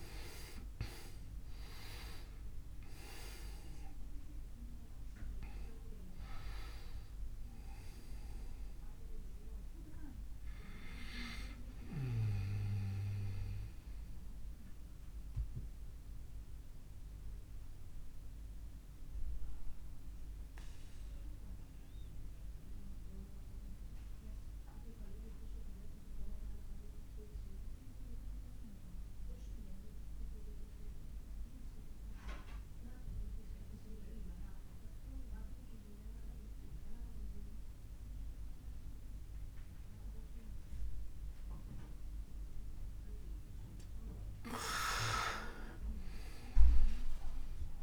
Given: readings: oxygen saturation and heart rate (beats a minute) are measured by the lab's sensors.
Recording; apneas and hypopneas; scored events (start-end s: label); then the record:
breathing in sleep by a room microphone; 1
0.00-1.00 s: arousal
0.00-30.00 s: oxygen desaturation (device-marked, oxygen 99% before, 85% lowest)
12.50-43.00 s: obstructive apnea (oxygen 99% before, 85% lowest)
45.00-47.83 s: arousal
From the record:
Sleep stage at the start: N2 (light sleep); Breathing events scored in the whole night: 277 in 4.3 hours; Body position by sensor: on the back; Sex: male